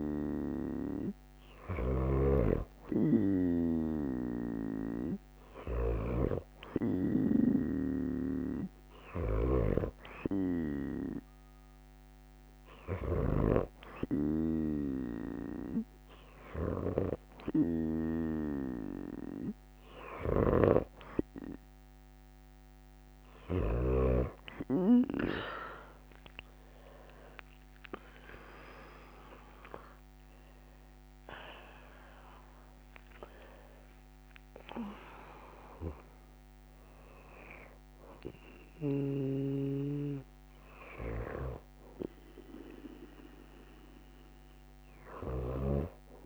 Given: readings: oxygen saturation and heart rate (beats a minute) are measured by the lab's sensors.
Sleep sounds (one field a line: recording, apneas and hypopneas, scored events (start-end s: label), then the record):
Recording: breathing in sleep by a microphone on the trachea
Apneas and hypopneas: none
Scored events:
28.00-32.00 s: arousal
From the record:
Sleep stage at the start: N2 (light sleep)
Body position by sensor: on the right side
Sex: female